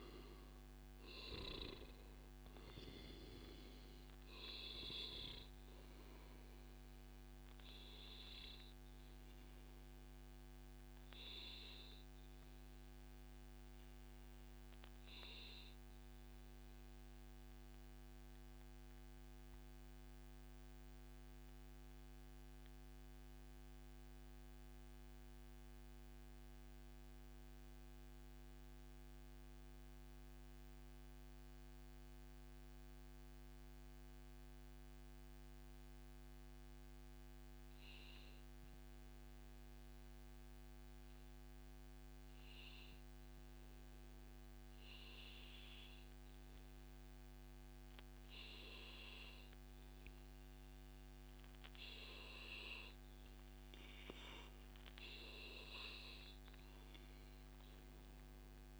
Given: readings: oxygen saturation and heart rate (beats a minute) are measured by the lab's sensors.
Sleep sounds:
breathing in sleep by a microphone on the trachea; 1
0.00-10.50 s: oxygen desaturation (device-marked, oxygen 93% lowest, heart rate 141 extreme)
15.50-51.00 s: mixed apnea (oxygen 97% before, 92% lowest, heart rate 142 before, 132 extreme, up 2 after)
53.00-57.00 s: arousal
From the record:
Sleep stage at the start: N2 (light sleep); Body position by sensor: on the back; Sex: male

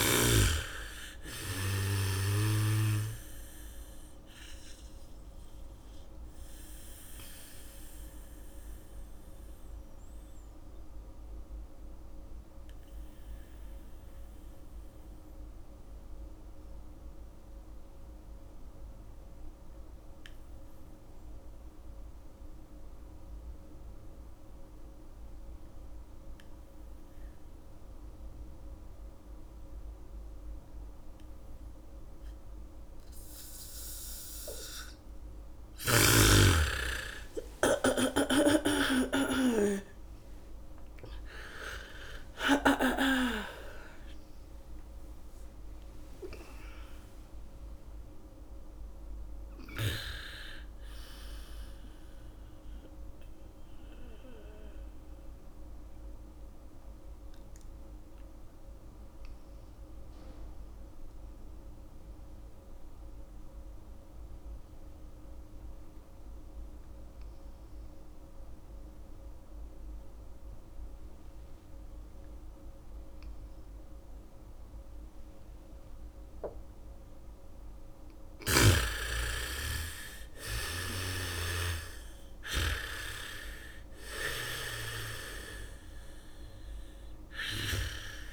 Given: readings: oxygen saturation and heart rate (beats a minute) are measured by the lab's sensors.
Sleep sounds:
breathing in sleep by a room microphone; 2
0.00-2.00 s: bradycardia (device-marked, heart rate 49 extreme)
0.00-23.00 s: oxygen desaturation (device-marked, oxygen 83% lowest)
7.00-35.00 s: mixed apnea (oxygen 99% before, 79% lowest)
29.00-44.00 s: bradycardia (device-marked)
35.00-64.00 s: oxygen desaturation (device-marked, oxygen 98% before, 79% lowest)
38.00-43.00 s: arousal
54.00-77.50 s: mixed apnea (oxygen 98% before, 79% lowest, heart rate 57 before, 51 extreme, up 7 after)
69.00-82.00 s: bradycardia (device-marked, heart rate 70 before, 53 extreme)
78.00-88.33 s: oxygen desaturation (device-marked, oxygen 97% before, 79% lowest, heart rate 66 before, 43 extreme)
78.50-82.00 s: snoring (device-marked)
79.50-84.00 s: arousal
From the record:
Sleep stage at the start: N2 (light sleep); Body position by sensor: on the back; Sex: female

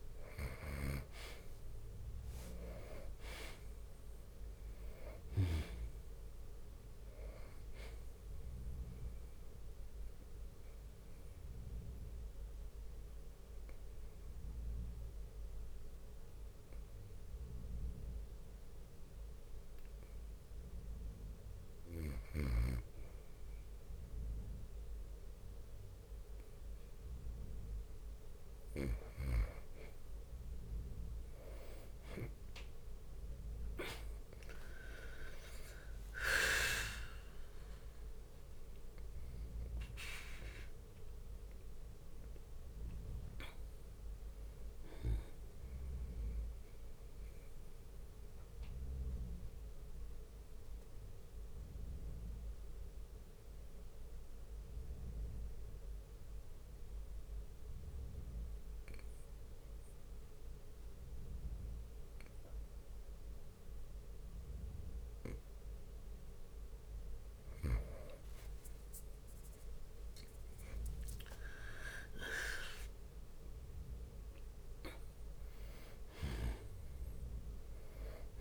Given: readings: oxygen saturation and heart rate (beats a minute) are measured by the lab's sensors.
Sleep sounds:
breathing in sleep by a room microphone; 2
0.00-3.00 s: arousal
2.00-14.00 s: drop in pulse transit time (device-marked, heart rate 62 before, 63 extreme)
9.00-26.00 s: oxygen desaturation (device-marked, oxygen 96% before, 90% lowest, heart rate 63 before, 53 extreme)
9.50-22.00 s: obstructive apnea (oxygen 96% before, 90% lowest, heart rate 63 before, 53 extreme, up 7 after)
17.00-23.00 s: bradycardia (device-marked, heart rate 63 before, 54 extreme)
30.50-35.50 s: arousal
35.00-47.00 s: oxygen desaturation (device-marked, oxygen 96% before, 90% lowest, heart rate 60 before, 50 extreme)
35.00-49.00 s: drop in pulse transit time (device-marked, heart rate 60 before, 55 extreme)
45.00-66.00 s: bradycardia (device-marked, heart rate 63 before, 50 extreme)
47.00-66.00 s: mixed apnea (oxygen 96% before, 90% lowest, heart rate 63 before, 50 extreme, up 24 after)
68.50-73.50 s: arousal
69.00-71.00 s: long interval between heartbeats (device-marked, heart rate 55 before, 68 extreme)
71.00-78.41 s: drop in pulse transit time (device-marked, heart rate 56 before, 63 extreme)
73.00-78.41 s: oxygen desaturation (device-marked, oxygen 98% before, 90% lowest, heart rate 58 before, 50 extreme)
From the record:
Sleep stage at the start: N2 (light sleep); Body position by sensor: on the back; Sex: male

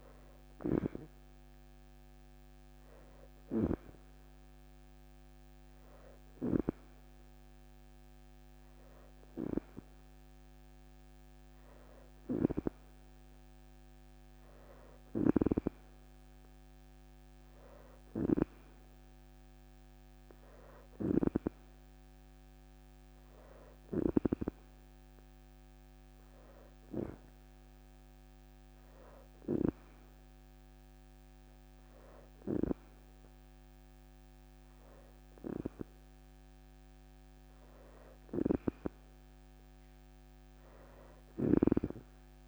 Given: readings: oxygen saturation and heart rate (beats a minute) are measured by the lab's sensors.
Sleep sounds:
breathing in sleep by a microphone on the trachea; 1
14.50-21.00 s: snoring (device-marked)
23.50-36.00 s: hypopnea (oxygen 92% before, 87% lowest, heart rate 63 before, 40 extreme, up 29 after)
40.50-42.48 s: snoring (device-marked)
41.00-42.48 s: oxygen desaturation (device-marked, oxygen 90% before, 87% lowest, heart rate 58 before, 40 extreme)
From the record:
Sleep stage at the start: N2 (light sleep); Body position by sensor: on the back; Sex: female

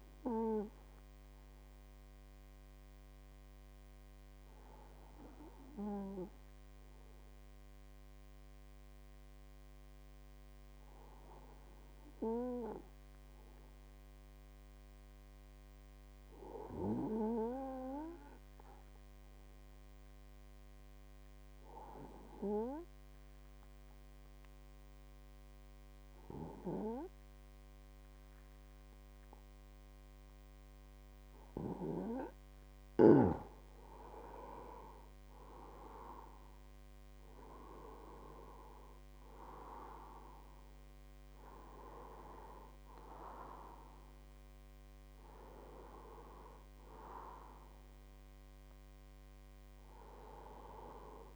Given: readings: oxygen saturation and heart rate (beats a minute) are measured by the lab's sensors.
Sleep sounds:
breathing in sleep by a microphone on the trachea; 1
2.00-30.50 s: hypopnea (oxygen 98% before, 94% lowest, heart rate 57 before, 51 extreme, up 28 after)
34.00-38.00 s: arousal
37.50-51.36 s: oxygen desaturation (device-marked, oxygen 97% before, 94% lowest, heart rate 64 before, 49 extreme)
From the record:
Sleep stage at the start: N2 (light sleep); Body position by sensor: on the right side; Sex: male

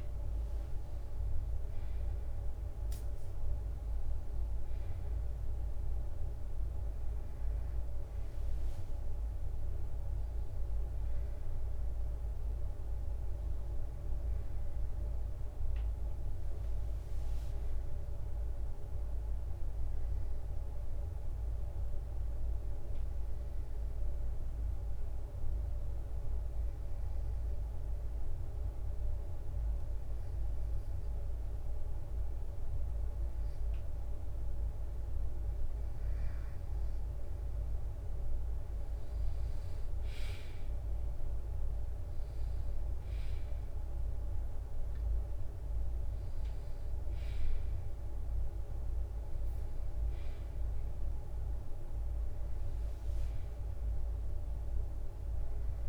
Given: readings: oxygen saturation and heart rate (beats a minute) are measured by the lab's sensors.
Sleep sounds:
breathing in sleep, hard to hear, by a room microphone; 1
12.50-15.50 s: arousal
18.50-34.50 s: obstructive apnea (oxygen 97% before, 94% lowest, heart rate 67 before, 62 extreme, up 3 after)
38.00-42.50 s: arousal
40.50-55.89 s: drop in pulse transit time (device-marked, heart rate 63 before, 64 extreme)
From the record:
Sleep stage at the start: N2 (light sleep); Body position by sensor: on the right side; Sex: male

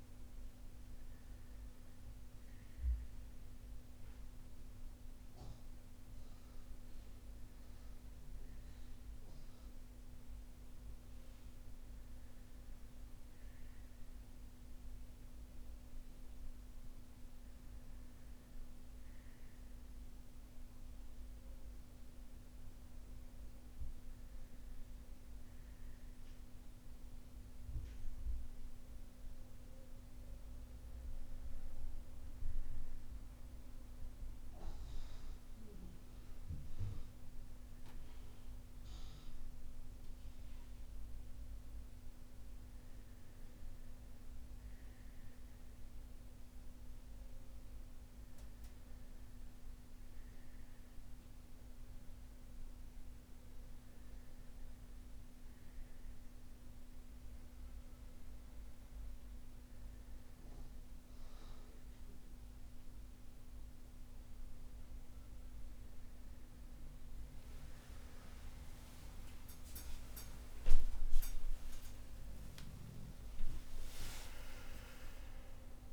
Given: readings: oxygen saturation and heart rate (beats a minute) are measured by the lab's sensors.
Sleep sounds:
breathing in sleep, hard to hear, by a room microphone; none
57.50-75.93 s: new sleep stage, awake
From the record:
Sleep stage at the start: N1 (lightest sleep); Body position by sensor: on the front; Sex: male

